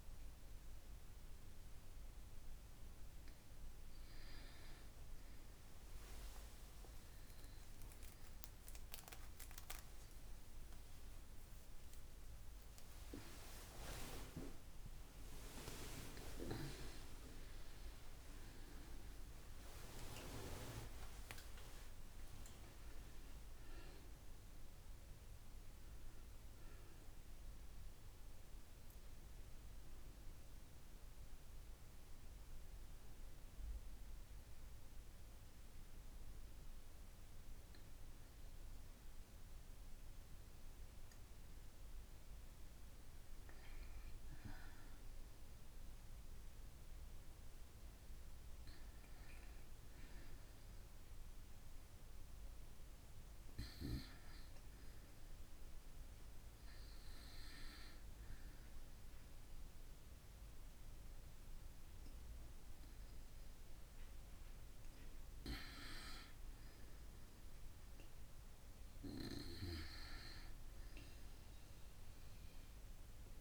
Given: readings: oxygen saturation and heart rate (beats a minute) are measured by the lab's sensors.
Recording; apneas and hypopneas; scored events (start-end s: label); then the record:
a person partly awake in a sleep study, by a room microphone; 1
2.50-32.50 s: new sleep stage, awake
16.50-26.50 s: oxygen desaturation (device-marked, oxygen 95% before, 91% lowest)
32.50-73.41 s: new sleep stage, N2 (light sleep)
33.50-48.00 s: hypopnea (oxygen 95% before, 92% lowest)
37.50-55.50 s: oxygen desaturation (device-marked, oxygen 95% before, 92% lowest, heart rate 61 before, 52 extreme)
54.50-57.50 s: arousal
68.50-73.41 s: oxygen desaturation (device-marked, oxygen 97% before, 93% lowest, heart rate 55 before, 54 extreme)
From the record:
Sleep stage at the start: N2 (light sleep); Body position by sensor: on the back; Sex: female